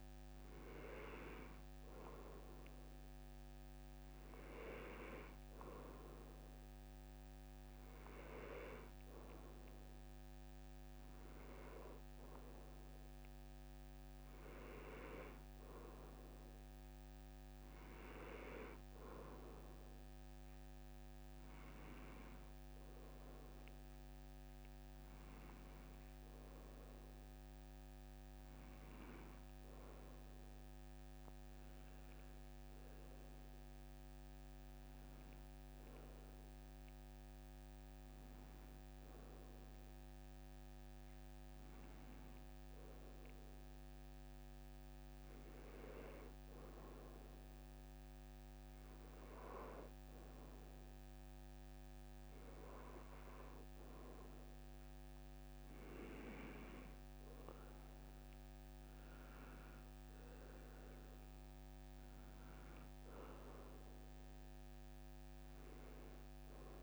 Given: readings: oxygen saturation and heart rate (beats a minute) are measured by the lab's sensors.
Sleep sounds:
breathing in sleep by a microphone on the trachea; 1
2.00-14.00 s: oxygen desaturation (device-marked, oxygen 92% before, 89% lowest, heart rate 113 before, 77 extreme)
23.50-29.00 s: arousal
46.50-56.50 s: hypopnea (oxygen 92% before, 87% lowest)
52.00-66.83 s: oxygen desaturation (device-marked, oxygen 92% before, 87% lowest)
57.50-61.00 s: arousal
From the record:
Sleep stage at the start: N2 (light sleep); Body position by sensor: on the right side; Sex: male

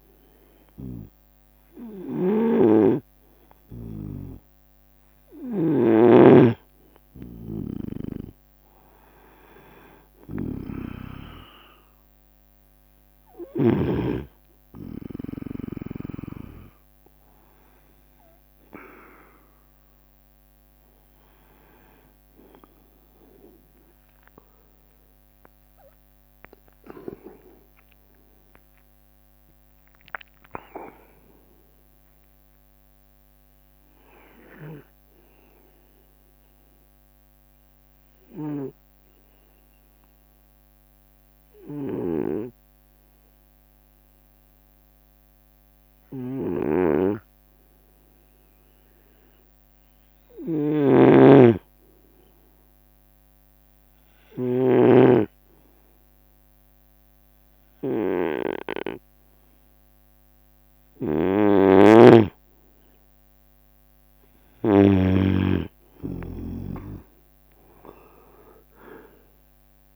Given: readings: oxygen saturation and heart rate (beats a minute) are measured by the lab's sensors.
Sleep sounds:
breathing in sleep by a microphone on the trachea; 1
0.00-8.00 s: drop in pulse transit time (device-marked)
0.00-25.00 s: bradycardia (device-marked)
1.00-4.50 s: snoring (device-marked)
1.00-29.00 s: oxygen desaturation (device-marked, oxygen 96% before, 93% lowest)
3.00-5.00 s: long interval between heartbeats (device-marked)
6.50-14.50 s: snoring (device-marked)
7.50-13.00 s: leg movement (device-marked)
8.50-10.50 s: long interval between heartbeats (device-marked)
14.50-16.50 s: long interval between heartbeats (device-marked, heart rate 30 before, 49 extreme)
19.00-21.00 s: long interval between heartbeats (device-marked, heart rate 34 before, 46 extreme)
19.00-36.00 s: drop in pulse transit time (device-marked)
21.50-29.00 s: leg movement (device-marked)
25.00-29.50 s: arousal
27.00-31.00 s: tachycardia (device-marked, heart rate 60 before, 134 extreme)
28.00-30.00 s: long interval between heartbeats (device-marked, heart rate 42 before, 65 extreme)
33.00-39.00 s: bradycardia (device-marked, heart rate 60 before, 40 extreme)
37.50-50.50 s: obstructive apnea (oxygen 96% before, 91% lowest, heart rate 64 before, 63 extreme, up 11 after)
42.00-65.50 s: snoring (device-marked)
52.50-56.50 s: arousal
58.00-69.96 s: oxygen desaturation (device-marked, oxygen 96% before, 91% lowest, heart rate 66 before, 73 extreme)
65.00-69.96 s: drop in pulse transit time (device-marked, heart rate 72 before, 74 extreme)
68.00-69.96 s: leg movement (device-marked)
From the record:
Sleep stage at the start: N2 (light sleep); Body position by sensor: on the right side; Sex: male

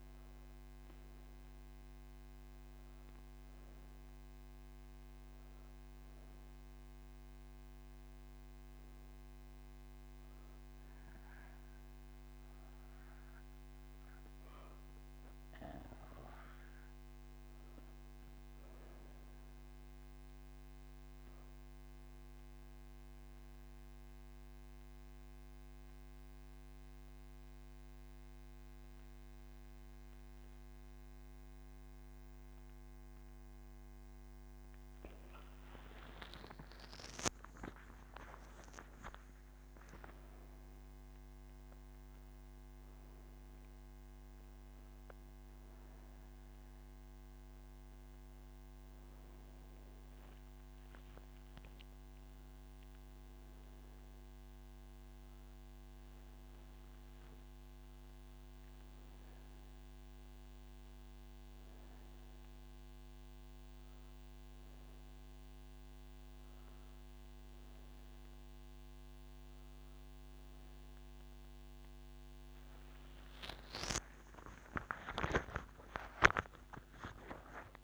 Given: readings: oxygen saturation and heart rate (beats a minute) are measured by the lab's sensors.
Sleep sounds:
breathing in sleep by a microphone on the trachea; 1
0.50-21.50 s: oxygen desaturation (device-marked, oxygen 97% before, 93% lowest)
20.50-34.50 s: obstructive apnea (oxygen 97% before, 95% lowest)
58.50-77.84 s: new sleep stage, N2 (light sleep)
From the record:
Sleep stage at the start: N3 (deep sleep); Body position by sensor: on the right side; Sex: female

